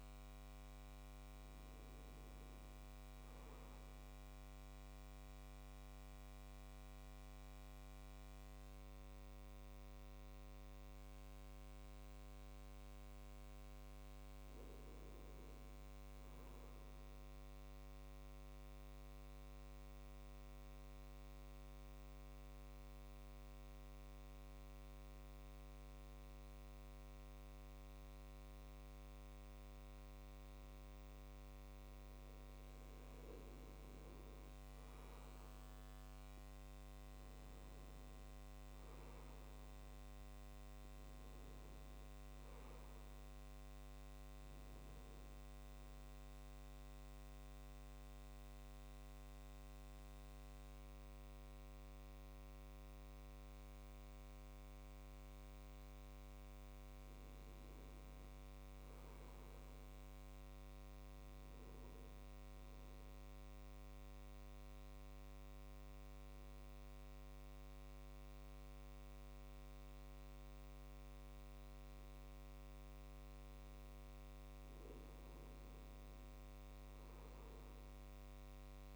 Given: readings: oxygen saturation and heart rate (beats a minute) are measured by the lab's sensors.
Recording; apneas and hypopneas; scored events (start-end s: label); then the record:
breathing in sleep, hard to hear, by a microphone on the trachea; 3
0.00-8.00 s: oxygen desaturation (device-marked, oxygen 92% lowest, heart rate 63 extreme)
10.50-13.00 s: arousal
18.50-31.50 s: obstructive apnea (oxygen 97% before, 91% lowest, heart rate 66 before, 65 extreme, up 5 after)
34.50-38.50 s: arousal
41.00-61.00 s: oxygen desaturation (device-marked, oxygen 95% before, 91% lowest, heart rate 69 before, 64 extreme)
44.50-57.00 s: obstructive apnea (oxygen 96% before, 91% lowest, heart rate 70 before, 64 extreme, up 4 after)
59.00-61.50 s: arousal
63.50-74.50 s: obstructive apnea (oxygen 97% before, 91% lowest, heart rate 68 before, 64 extreme, up 7 after)
76.50-78.96 s: arousal
From the record:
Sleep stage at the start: N2 (light sleep); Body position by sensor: on the right side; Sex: male